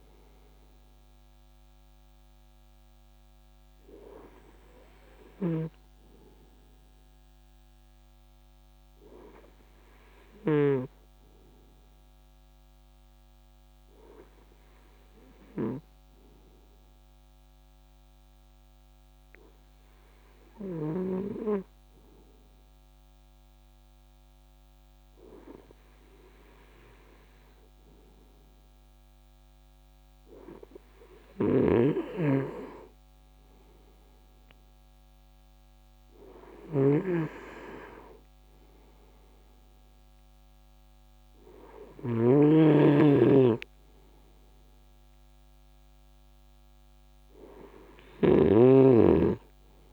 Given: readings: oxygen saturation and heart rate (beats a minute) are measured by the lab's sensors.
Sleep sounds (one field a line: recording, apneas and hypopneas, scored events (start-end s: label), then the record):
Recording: breathing in sleep by a microphone on the trachea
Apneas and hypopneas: none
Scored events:
31.00-42.00 s: snoring (device-marked)
From the record:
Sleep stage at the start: N2 (light sleep)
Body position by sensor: on the right side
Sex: male